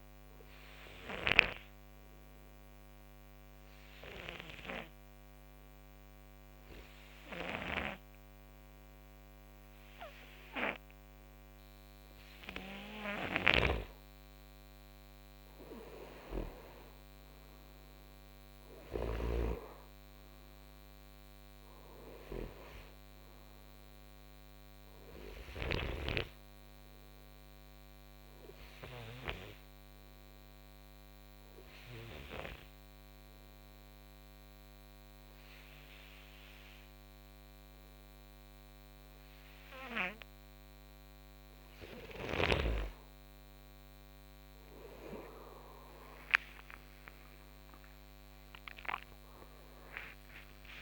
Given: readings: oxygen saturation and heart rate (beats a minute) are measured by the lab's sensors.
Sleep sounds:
breathing in sleep by a microphone on the trachea; 2
1.00-14.50 s: hypopnea (oxygen 93% before, 87% lowest, heart rate 65 before, 59 extreme, up 5 after)
13.50-19.50 s: snoring (device-marked)
15.50-20.00 s: arousal
19.00-38.00 s: oxygen desaturation (device-marked, oxygen 93% before, 89% lowest, heart rate 66 before, 59 extreme)
30.00-42.50 s: hypopnea (oxygen 93% before, 87% lowest, heart rate 66 before, 57 extreme, up 16 after)
46.50-50.82 s: arousal
From the record:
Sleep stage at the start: N2 (light sleep); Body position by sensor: on the right side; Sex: male

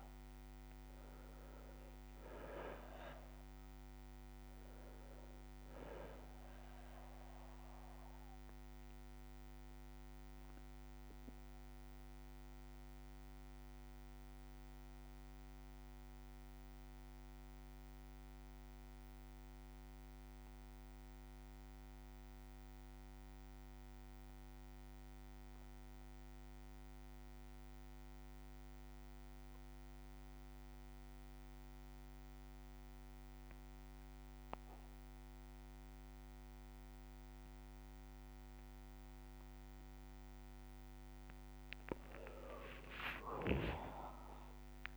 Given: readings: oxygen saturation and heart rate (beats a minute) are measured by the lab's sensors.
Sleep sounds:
breathing in sleep by a microphone on the trachea; 1
0.00-2.50 s: arousal
0.00-22.00 s: oxygen desaturation (device-marked, oxygen 94% lowest, heart rate 57 extreme)
8.50-38.00 s: obstructive apnea (oxygen 99% before, 92% lowest, heart rate 62 before, 57 extreme, up 13 after)
9.00-32.00 s: bradycardia (device-marked, heart rate 56 before, 57 extreme)
36.00-44.97 s: oxygen desaturation (device-marked, oxygen 99% before, 92% lowest, heart rate 58 before, 56 extreme)
42.50-44.97 s: arousal
From the record:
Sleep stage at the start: N2 (light sleep); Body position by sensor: on the back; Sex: male

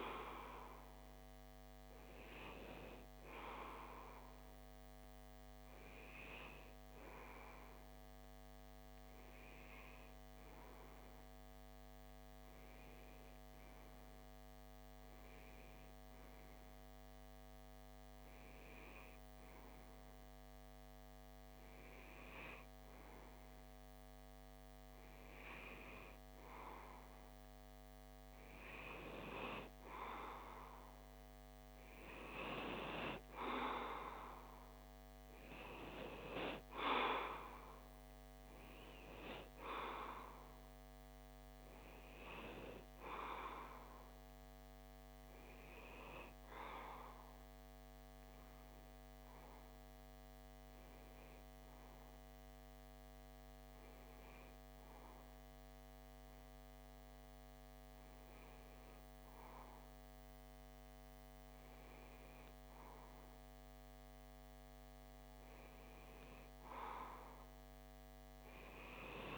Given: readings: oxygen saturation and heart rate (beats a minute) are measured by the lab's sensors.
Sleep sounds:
breathing in sleep by a microphone on the trachea; 2
0.00-13.00 s: oxygen desaturation (device-marked, oxygen 93% lowest)
7.00-22.50 s: hypopnea (oxygen 97% before, 93% lowest)
34.00-37.50 s: arousal
46.00-65.00 s: hypopnea (oxygen 96% before, 92% lowest)
67.50-69.38 s: arousal
From the record:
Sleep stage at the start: N2 (light sleep); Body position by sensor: on the left side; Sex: male

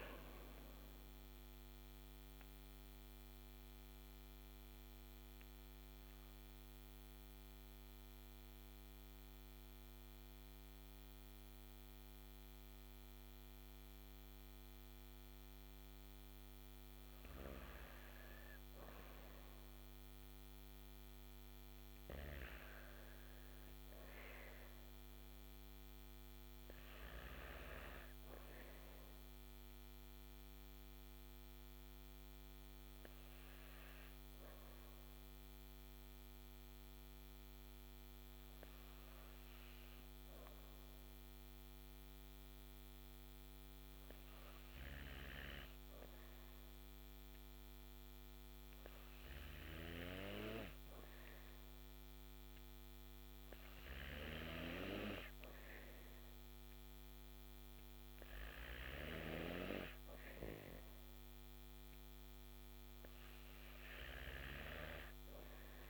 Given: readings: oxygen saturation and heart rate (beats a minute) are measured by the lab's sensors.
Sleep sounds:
breathing in sleep by a microphone on the trachea; 2
3.50-16.50 s: central apnea (oxygen 98% before, 94% lowest, heart rate 140 before, 95 extreme, up 42 after)
18.50-23.00 s: arousal
30.50-42.50 s: oxygen desaturation (device-marked, oxygen 98% before, 95% lowest, heart rate 144 before, 95 extreme)
31.00-61.50 s: hypopnea (oxygen 98% before, 92% lowest, heart rate 144 before, 95 extreme, up 34 after)
53.50-65.90 s: oxygen desaturation (device-marked, oxygen 98% before, 94% lowest, heart rate 138 before, 103 extreme)
From the record:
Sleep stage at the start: N2 (light sleep); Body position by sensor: on the back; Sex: female

